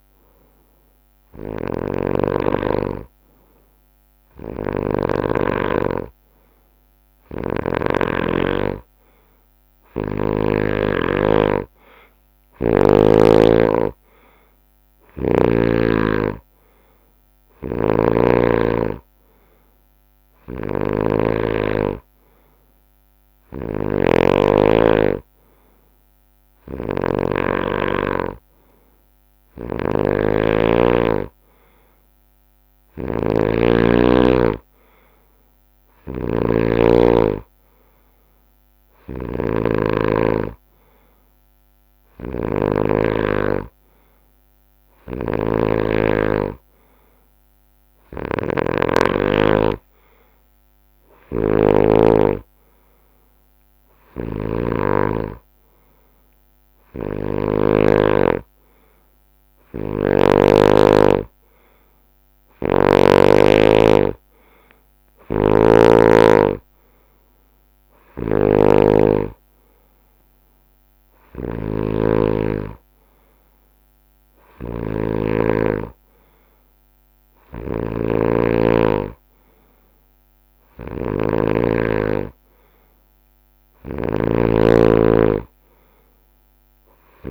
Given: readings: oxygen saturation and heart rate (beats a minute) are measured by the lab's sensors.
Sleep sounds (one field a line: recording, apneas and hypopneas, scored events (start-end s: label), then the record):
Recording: breathing in sleep by a microphone on the trachea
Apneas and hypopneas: none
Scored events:
0.00-5.00 s: snoring (device-marked)
7.00-10.50 s: snoring (device-marked)
10.50-19.50 s: drop in pulse transit time (device-marked, heart rate 71 before, 70 extreme)
17.50-57.50 s: snoring (device-marked)
30.50-40.50 s: drop in pulse transit time (device-marked, heart rate 71 before, 69 extreme)
59.50-63.00 s: snoring (device-marked)
65.00-87.31 s: snoring (device-marked)
83.50-87.31 s: drop in pulse transit time (device-marked, heart rate 71 before, 70 extreme)
From the record:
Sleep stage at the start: N2 (light sleep)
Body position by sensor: on the right side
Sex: male